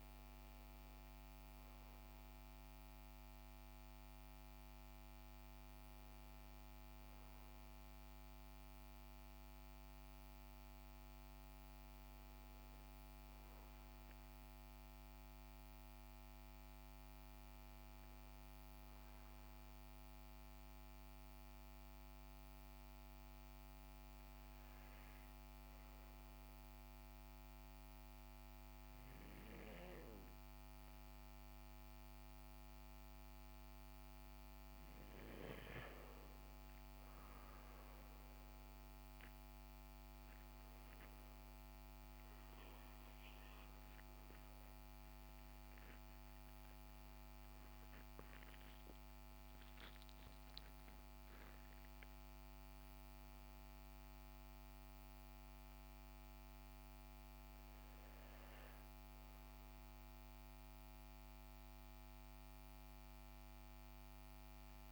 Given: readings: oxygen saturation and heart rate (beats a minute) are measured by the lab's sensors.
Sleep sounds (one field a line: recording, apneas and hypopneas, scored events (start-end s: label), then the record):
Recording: breathing in sleep, hard to hear, by a microphone on the trachea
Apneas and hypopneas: 1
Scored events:
20.50-35.50 s: obstructive apnea (oxygen 96% before, 93% lowest, heart rate 61 before, 61 extreme, up 9 after)
38.00-41.50 s: arousal
From the record:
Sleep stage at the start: N2 (light sleep)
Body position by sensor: on the right side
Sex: male